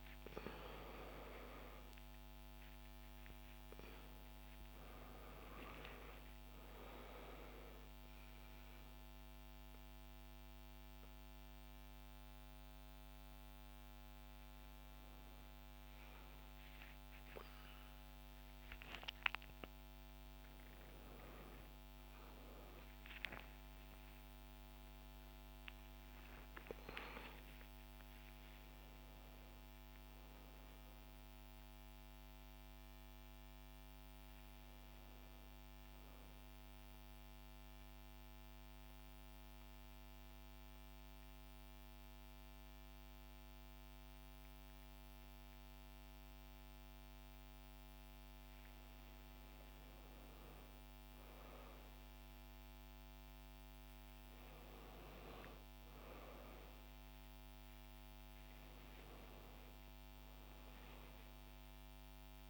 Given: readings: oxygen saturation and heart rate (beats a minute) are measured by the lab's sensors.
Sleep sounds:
a person partly awake in a sleep study, by a microphone on the trachea; 1
29.00-62.50 s: new sleep stage, N2 (light sleep)
37.00-47.50 s: central apnea (oxygen 98% before, 93% lowest, heart rate 93 before, 57 extreme, up 5 after)
49.50-53.00 s: arousal
From the record:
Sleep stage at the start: awake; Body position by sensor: on the back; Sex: female

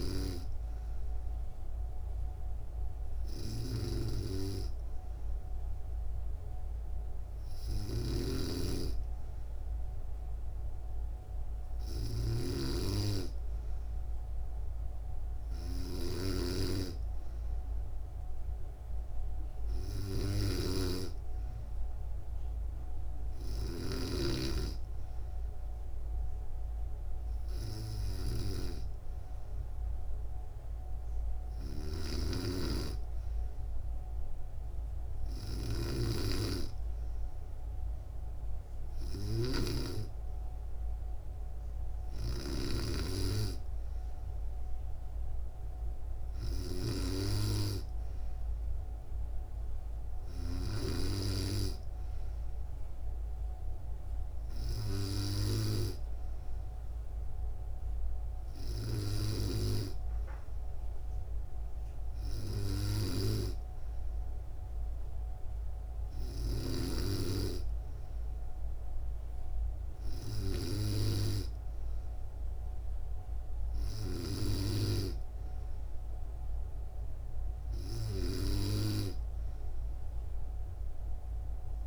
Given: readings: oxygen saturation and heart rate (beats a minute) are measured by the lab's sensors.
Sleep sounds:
breathing in sleep by a room microphone; none
3.00-23.50 s: snoring (device-marked)
28.00-32.00 s: bradycardia (device-marked, heart rate 69 before, 57 extreme)
31.50-46.50 s: snoring (device-marked)
From the record:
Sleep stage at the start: N2 (light sleep); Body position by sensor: on the back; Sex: female

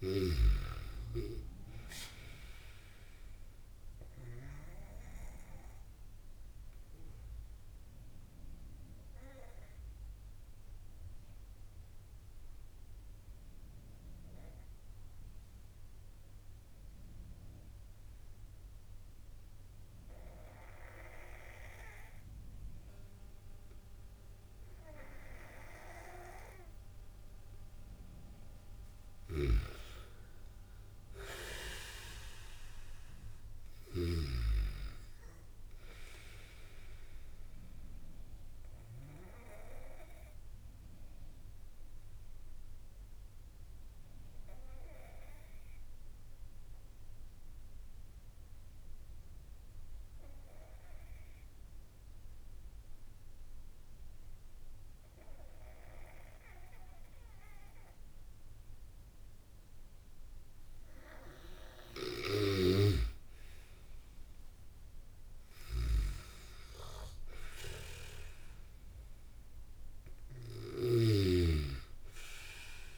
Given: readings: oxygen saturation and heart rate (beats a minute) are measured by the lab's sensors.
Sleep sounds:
breathing in sleep by a room microphone; 2
0.00-18.00 s: oxygen desaturation (device-marked, oxygen 91% lowest)
5.50-27.50 s: obstructive apnea (oxygen 97% before, 91% lowest)
29.50-32.50 s: arousal
29.50-34.50 s: snoring (device-marked)
31.00-51.00 s: oxygen desaturation (device-marked, oxygen 97% before, 92% lowest)
40.00-62.00 s: obstructive apnea (oxygen 98% before, 92% lowest)
63.00-72.98 s: oxygen desaturation (device-marked, oxygen 97% before, 92% lowest)
64.50-69.00 s: arousal
From the record:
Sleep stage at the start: N2 (light sleep); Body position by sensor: on the back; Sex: male

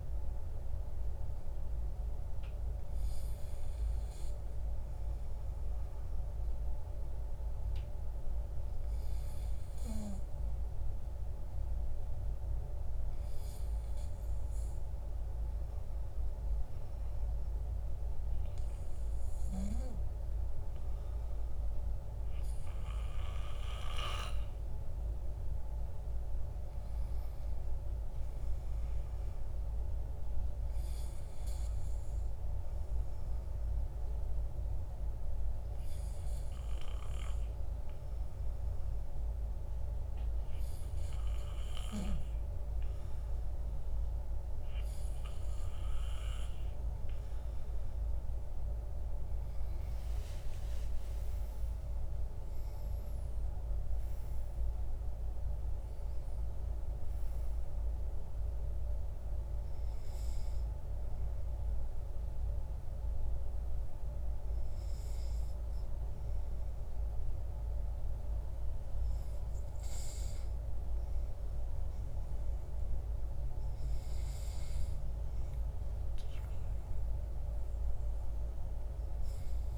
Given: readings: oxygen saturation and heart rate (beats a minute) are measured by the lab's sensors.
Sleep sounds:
breathing in sleep, hard to hear, by a room microphone; 2
12.50-24.00 s: obstructive apnea (oxygen 97% before, 95% lowest, heart rate 55 before, 48 extreme, up 13 after)
26.00-29.50 s: arousal
34.50-47.00 s: hypopnea (oxygen 97% before, 95% lowest, heart rate 61 before, 50 extreme, up 24 after)
49.50-54.50 s: arousal
From the record:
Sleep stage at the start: N2 (light sleep); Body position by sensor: on the back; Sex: male

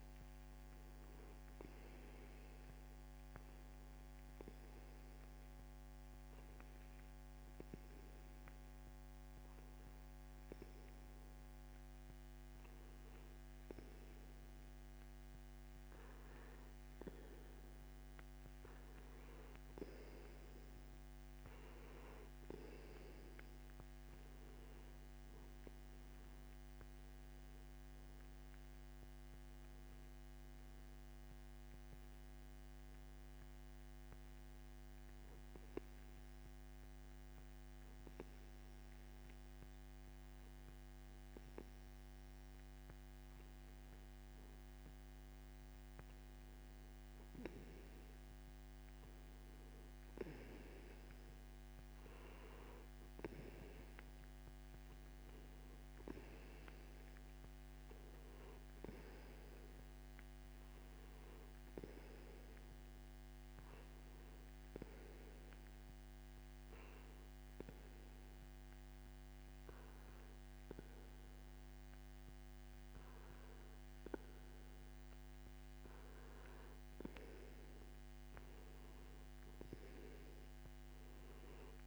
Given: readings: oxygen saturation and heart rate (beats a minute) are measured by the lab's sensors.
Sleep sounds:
breathing in sleep by a microphone on the trachea; 2
3.50-17.50 s: hypopnea (oxygen 95% before, 91% lowest)
19.00-22.50 s: arousal
36.00-46.00 s: hypopnea (oxygen 93% before, 91% lowest)
48.50-51.50 s: arousal
From the record:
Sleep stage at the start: N2 (light sleep); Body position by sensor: on the back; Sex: male

